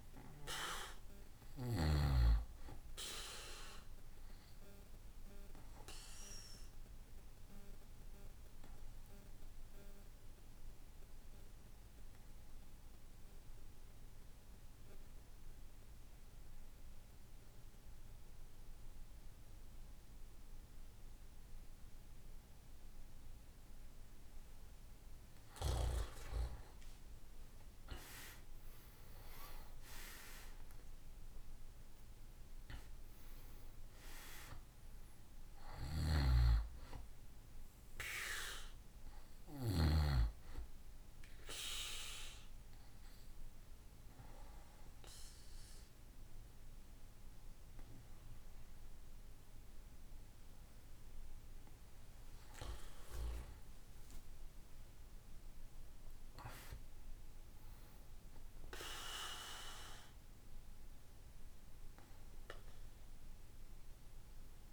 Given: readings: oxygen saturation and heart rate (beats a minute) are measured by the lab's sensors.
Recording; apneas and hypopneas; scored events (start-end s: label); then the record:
breathing in sleep by a room microphone; 2
5.00-23.00 s: obstructive apnea (oxygen 98% before, 91% lowest, heart rate 67 before, 58 extreme, up 15 after)
26.50-30.00 s: arousal
32.00-56.00 s: oxygen desaturation (device-marked, oxygen 96% before, 91% lowest, heart rate 66 before, 58 extreme)
34.50-39.00 s: snoring (device-marked)
39.50-52.00 s: obstructive apnea (oxygen 96% before, 91% lowest, heart rate 71 before, 61 extreme, up 15 after)
54.00-58.50 s: arousal
From the record:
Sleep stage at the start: N2 (light sleep); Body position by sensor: on the back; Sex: male